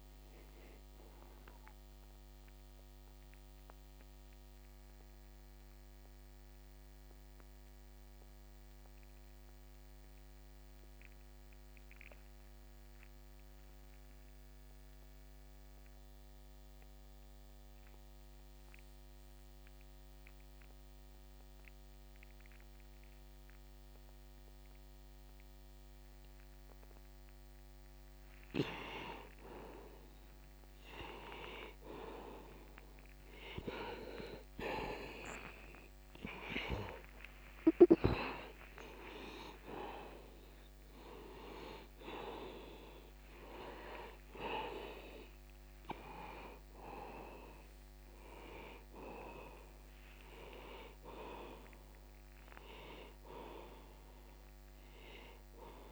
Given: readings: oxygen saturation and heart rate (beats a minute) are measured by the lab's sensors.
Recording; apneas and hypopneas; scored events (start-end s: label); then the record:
breathing in sleep by a microphone on the trachea; 1
0.00-13.50 s: oxygen desaturation (device-marked, oxygen 85% lowest, heart rate 62 extreme)
1.00-28.00 s: mixed apnea (oxygen 97% before, 82% lowest, heart rate 70 before, 62 extreme, up 9 after)
30.50-55.92 s: oxygen desaturation (device-marked, oxygen 97% before, 82% lowest, heart rate 63 before, 61 extreme)
33.50-38.00 s: arousal
From the record:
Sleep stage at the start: N2 (light sleep); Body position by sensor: on the back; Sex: male